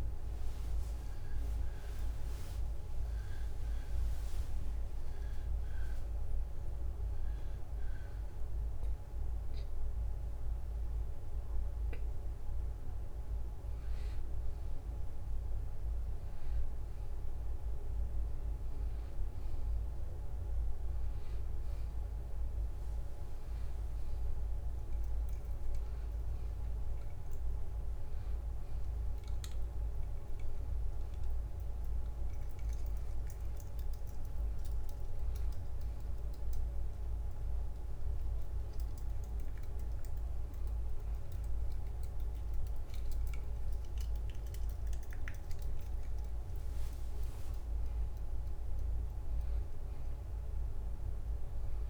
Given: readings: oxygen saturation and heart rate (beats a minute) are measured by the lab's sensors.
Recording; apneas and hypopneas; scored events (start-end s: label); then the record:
breathing in sleep, hard to hear, by a room microphone; none
1.00-18.00 s: drop in pulse transit time (device-marked, heart rate 82 before, 82 extreme)
9.00-13.00 s: arousal
14.00-51.90 s: new sleep stage, N2 (light sleep)
14.50-16.50 s: long interval between heartbeats (device-marked, heart rate 83 before, 87 extreme)
From the record:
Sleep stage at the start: N1 (lightest sleep); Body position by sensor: on the back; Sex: male